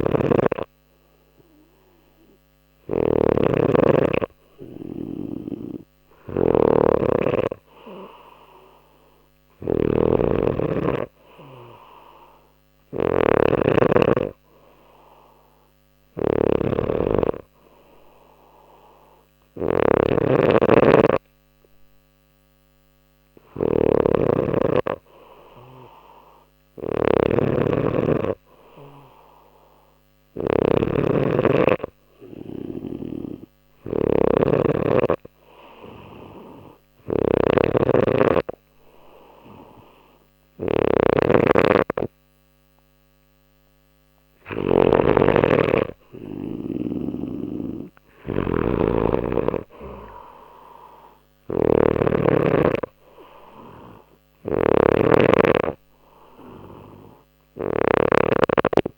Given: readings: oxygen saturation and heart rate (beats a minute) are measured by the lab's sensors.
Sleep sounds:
breathing in sleep by a microphone on the trachea; none
0.00-44.50 s: snoring (device-marked)
46.50-58.98 s: snoring (device-marked)
From the record:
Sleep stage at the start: N2 (light sleep); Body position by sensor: on the back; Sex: male

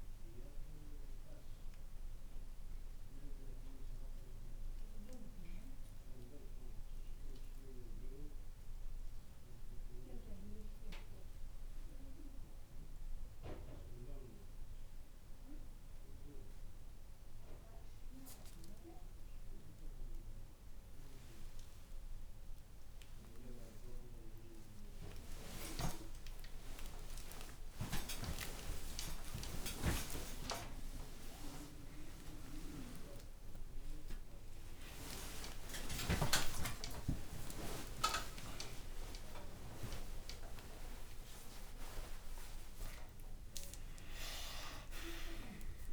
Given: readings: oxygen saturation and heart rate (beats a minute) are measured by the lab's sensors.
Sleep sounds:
a person awake in a sleep study, by a room microphone; none
28.00-39.00 s: tachycardia (device-marked, heart rate 68 before, 151 extreme)
From the record:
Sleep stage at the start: awake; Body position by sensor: on the back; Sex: male

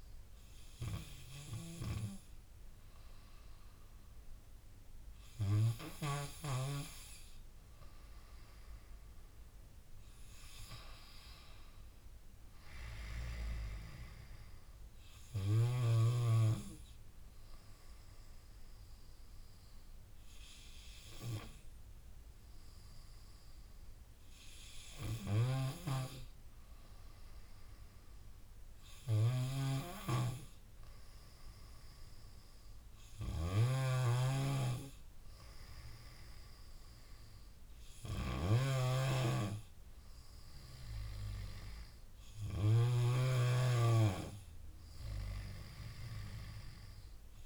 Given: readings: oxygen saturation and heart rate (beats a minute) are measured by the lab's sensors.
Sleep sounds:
breathing in sleep by a room microphone; none
25.00-47.46 s: snoring (device-marked)
From the record:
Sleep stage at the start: N2 (light sleep); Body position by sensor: on the back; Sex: female

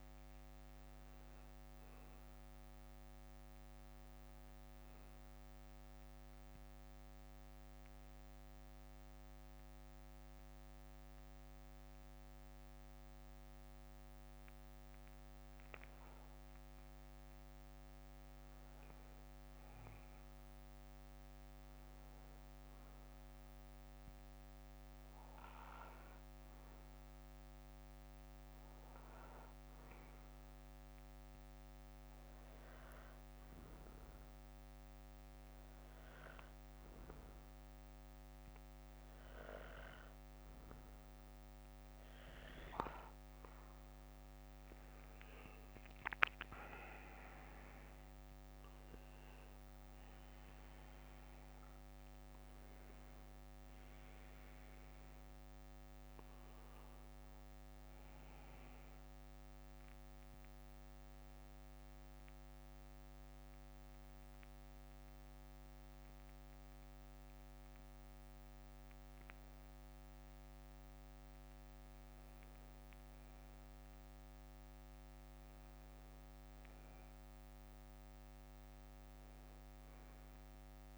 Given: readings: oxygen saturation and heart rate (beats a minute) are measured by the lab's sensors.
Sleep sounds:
breathing in sleep, hard to hear, by a microphone on the trachea; 3
1.00-15.00 s: bradycardia (device-marked, heart rate 61 before, 50 extreme)
5.00-18.50 s: mixed apnea (oxygen 97% before, 92% lowest, heart rate 62 before, 50 extreme, up 19 after)
13.00-20.00 s: oxygen desaturation (device-marked, oxygen 96% before, 92% lowest, heart rate 61 before, 57 extreme)
16.00-18.00 s: bradycardia (device-marked, heart rate 61 before, 54 extreme)
20.00-23.00 s: arousal
24.00-28.00 s: bradycardia (device-marked, heart rate 61 before, 58 extreme)
30.50-44.50 s: obstructive apnea (oxygen 96% before, 92% lowest, heart rate 58 before, 50 extreme, up 16 after)
39.00-61.00 s: oxygen desaturation (device-marked, oxygen 96% before, 92% lowest, heart rate 61 before, 46 extreme)
47.00-50.50 s: arousal
58.00-60.00 s: bradycardia (device-marked, heart rate 62 before, 69 extreme)
60.50-74.00 s: mixed apnea (oxygen 96% before, 92% lowest, heart rate 68 before, 45 extreme, up 13 after)
61.00-71.00 s: bradycardia (device-marked, heart rate 62 before, 50 extreme)
76.00-80.98 s: bradycardia (device-marked, heart rate 61 before, 46 extreme)
77.00-79.50 s: arousal
From the record:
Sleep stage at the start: N2 (light sleep); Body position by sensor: on the back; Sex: male

